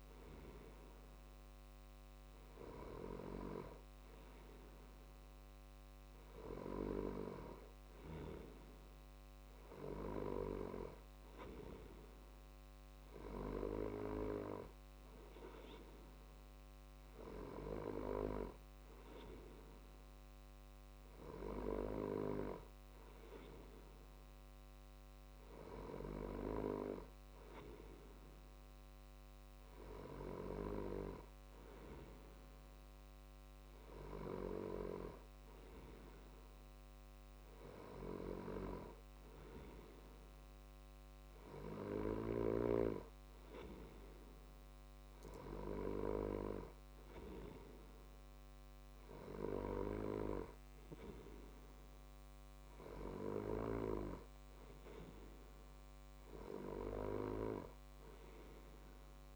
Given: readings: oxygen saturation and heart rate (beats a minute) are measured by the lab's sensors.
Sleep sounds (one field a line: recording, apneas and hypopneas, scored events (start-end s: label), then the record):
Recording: breathing in sleep by a microphone on the trachea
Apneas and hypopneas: none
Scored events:
none scored
From the record:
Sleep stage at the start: N2 (light sleep)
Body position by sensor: on the left side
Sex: male